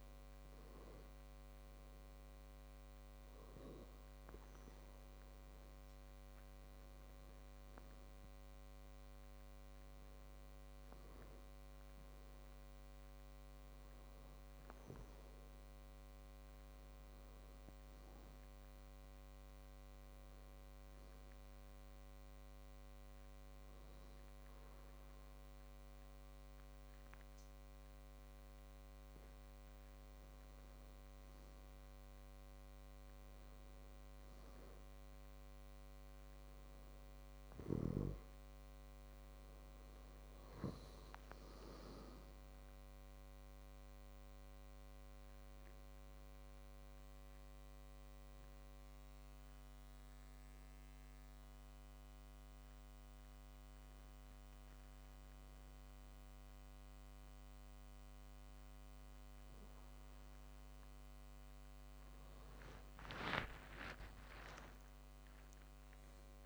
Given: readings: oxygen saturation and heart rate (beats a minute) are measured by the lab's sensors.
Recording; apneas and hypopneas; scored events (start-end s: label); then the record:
breathing in sleep by a microphone on the trachea; 2
0.00-2.00 s: arousal
21.00-31.50 s: obstructive apnea (oxygen 96% before, 94% lowest, heart rate 64 before, 56 extreme, up 3 after)
36.00-41.00 s: arousal
46.00-56.00 s: obstructive apnea (oxygen 96% before, 94% lowest, heart rate 65 before, 56 extreme, up 7 after)
61.00-64.50 s: arousal
From the record:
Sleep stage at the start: N2 (light sleep); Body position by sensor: on the back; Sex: male